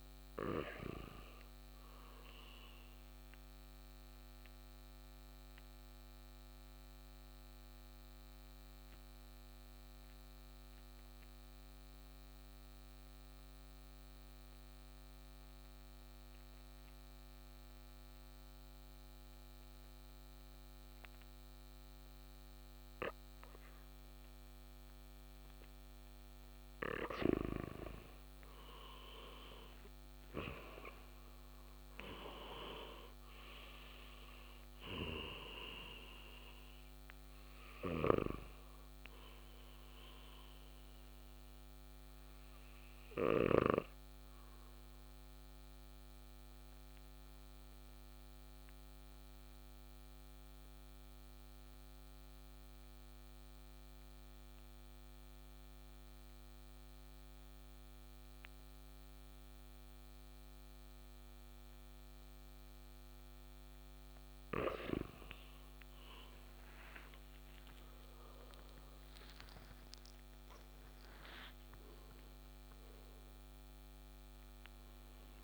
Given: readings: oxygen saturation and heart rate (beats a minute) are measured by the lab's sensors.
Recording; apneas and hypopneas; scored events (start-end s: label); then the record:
breathing in sleep by a microphone on the trachea; 2
3.00-25.00 s: obstructive apnea (oxygen 97% before, 92% lowest, heart rate 60 before, 53 extreme, up 5 after)
23.50-58.50 s: oxygen desaturation (device-marked, oxygen 97% before, 92% lowest, heart rate 54 before, 51 extreme)
28.00-31.00 s: arousal
37.50-43.50 s: snoring (device-marked)
44.50-63.00 s: obstructive apnea (oxygen 97% before, 92% lowest, heart rate 56 before, 51 extreme, up 11 after)
68.50-75.43 s: new sleep stage, awake
From the record:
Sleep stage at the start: N2 (light sleep); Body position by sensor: on the right side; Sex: male